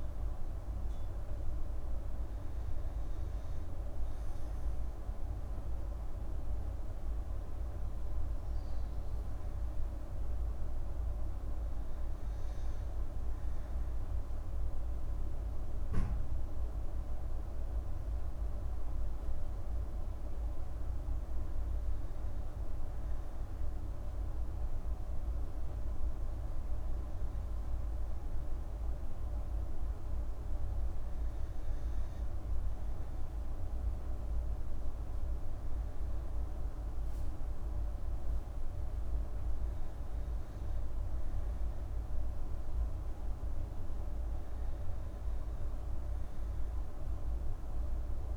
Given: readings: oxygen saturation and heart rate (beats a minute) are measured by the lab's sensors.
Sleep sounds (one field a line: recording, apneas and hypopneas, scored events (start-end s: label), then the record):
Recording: breathing in sleep, hard to hear, by a room microphone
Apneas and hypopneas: none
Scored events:
none scored
From the record:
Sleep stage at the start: N2 (light sleep)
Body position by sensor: on the back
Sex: female